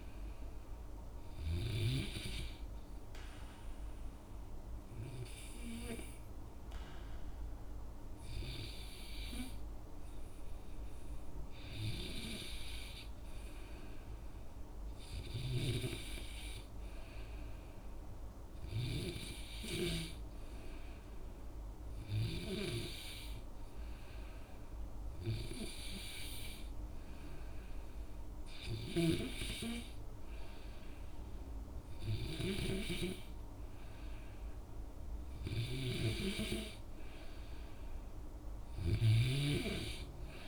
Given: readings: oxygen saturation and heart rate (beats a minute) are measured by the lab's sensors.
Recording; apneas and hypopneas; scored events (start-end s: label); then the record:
breathing in sleep by a room microphone; 1
2.00-14.50 s: hypopnea (oxygen 95% before, 93% lowest, heart rate 66 before, 64 extreme, up 0 after)
17.50-21.00 s: arousal
39.00-40.48 s: snoring (device-marked)
From the record:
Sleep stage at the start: N2 (light sleep); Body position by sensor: on the back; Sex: male